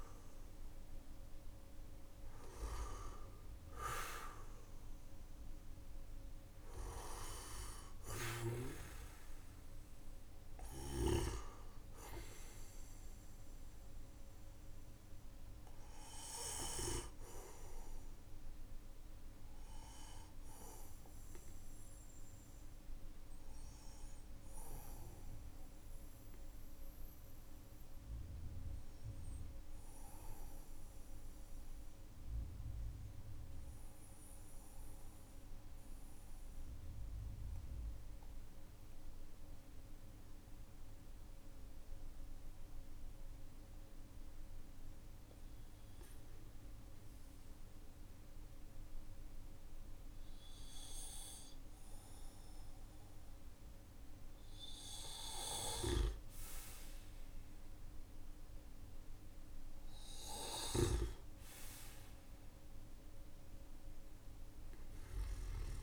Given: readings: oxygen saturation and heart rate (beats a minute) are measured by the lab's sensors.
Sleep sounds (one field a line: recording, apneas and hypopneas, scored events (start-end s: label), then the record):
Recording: breathing in sleep by a room microphone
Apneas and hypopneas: 1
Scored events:
0.00-7.00 s: oxygen desaturation (device-marked, oxygen 95% lowest, heart rate 41 extreme)
7.00-10.50 s: snoring (device-marked)
15.00-38.00 s: oxygen desaturation (device-marked, oxygen 96% before, 92% lowest, heart rate 49 before, 45 extreme)
23.50-43.50 s: obstructive apnea (oxygen 96% before, 92% lowest, heart rate 45 before, 46 extreme, up 16 after)
45.50-49.50 s: arousal
From the record:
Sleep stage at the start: N2 (light sleep)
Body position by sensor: on the back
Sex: male